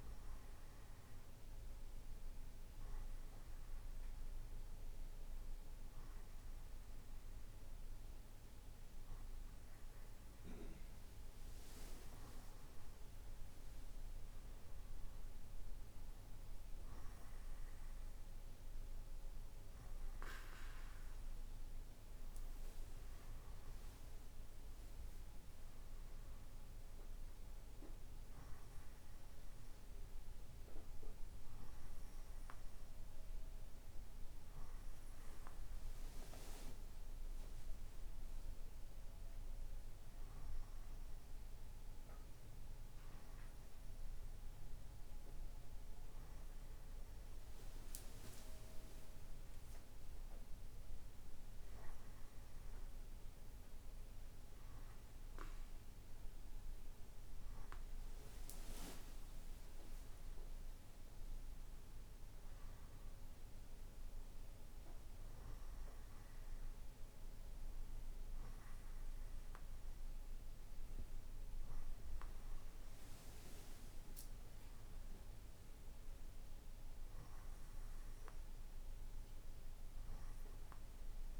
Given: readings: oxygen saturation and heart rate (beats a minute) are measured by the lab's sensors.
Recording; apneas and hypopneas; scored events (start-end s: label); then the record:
breathing in sleep, hard to hear, by a room microphone; none
none scored
From the record:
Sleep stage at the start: N2 (light sleep); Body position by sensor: on the right side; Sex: male